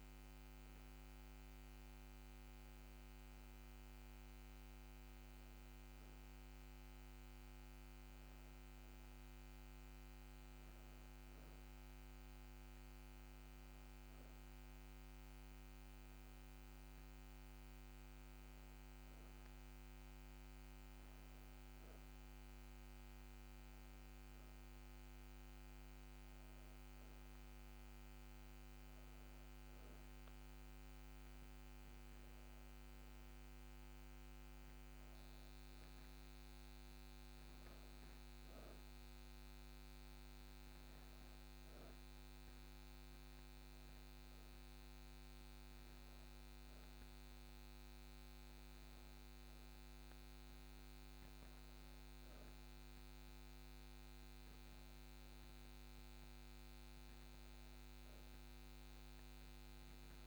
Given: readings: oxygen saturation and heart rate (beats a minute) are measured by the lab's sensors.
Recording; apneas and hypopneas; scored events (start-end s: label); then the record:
breathing in sleep, hard to hear, by a microphone on the trachea; none
none scored
From the record:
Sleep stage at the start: N2 (light sleep); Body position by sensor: on the back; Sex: female